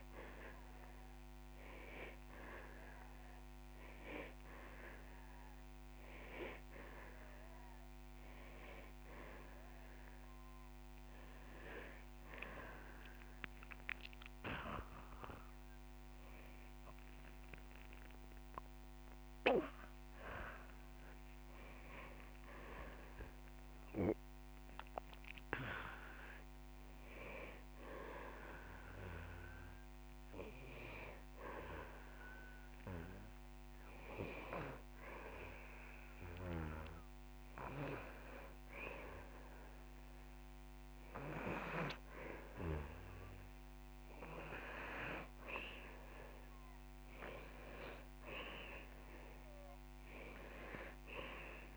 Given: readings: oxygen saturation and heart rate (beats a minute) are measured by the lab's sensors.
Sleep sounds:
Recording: breathing in sleep by a microphone on the trachea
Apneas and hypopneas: none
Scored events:
17.00-20.50 s: arousal
17.50-19.50 s: long interval between heartbeats (device-marked)
From the record:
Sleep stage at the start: N2 (light sleep)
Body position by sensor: on the back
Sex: male

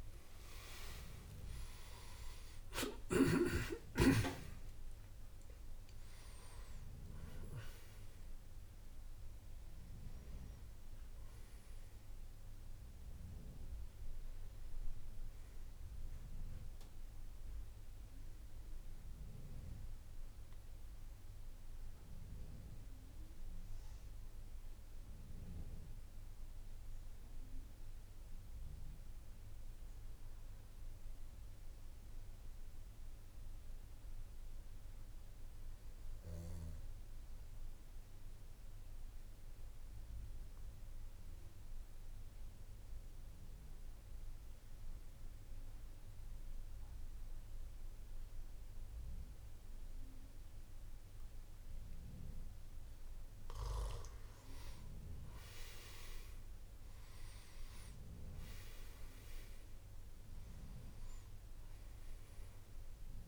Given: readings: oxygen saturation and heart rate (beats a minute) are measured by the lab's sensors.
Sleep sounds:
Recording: breathing in sleep by a room microphone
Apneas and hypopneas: 1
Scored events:
0.00-33.00 s: oxygen desaturation (device-marked, oxygen 87% lowest, heart rate 52 extreme)
34.00-53.50 s: obstructive apnea (oxygen 97% before, 91% lowest, heart rate 58 before, 52 extreme, up 14 after)
From the record:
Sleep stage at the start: N2 (light sleep)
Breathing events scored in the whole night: 225 in 4.0 hours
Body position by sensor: on the back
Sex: male

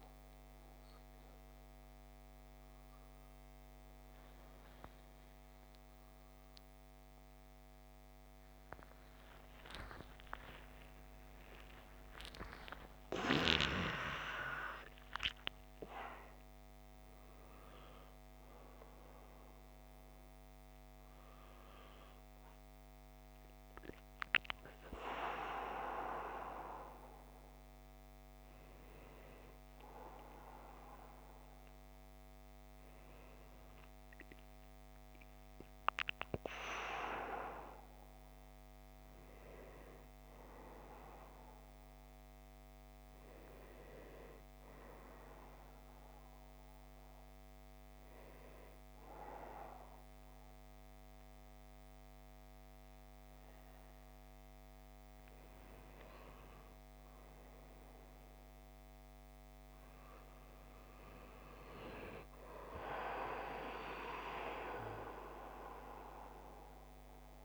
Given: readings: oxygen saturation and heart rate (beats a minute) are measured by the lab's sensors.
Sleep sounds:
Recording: a person awake in a sleep study, by a microphone on the trachea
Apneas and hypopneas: 1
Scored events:
0.00-21.00 s: oxygen desaturation (device-marked, oxygen 89% lowest, heart rate 56 extreme)
44.00-67.45 s: new sleep stage, N1 (lightest sleep)
45.00-55.50 s: hypopnea (oxygen 98% before, 92% lowest, heart rate 65 before, 51 extreme, up 6 after)
59.00-64.00 s: arousal
64.00-67.45 s: oxygen desaturation (device-marked, oxygen 95% before, 92% lowest, heart rate 58 before, 51 extreme)
From the record:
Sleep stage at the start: awake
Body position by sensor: on the back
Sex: male

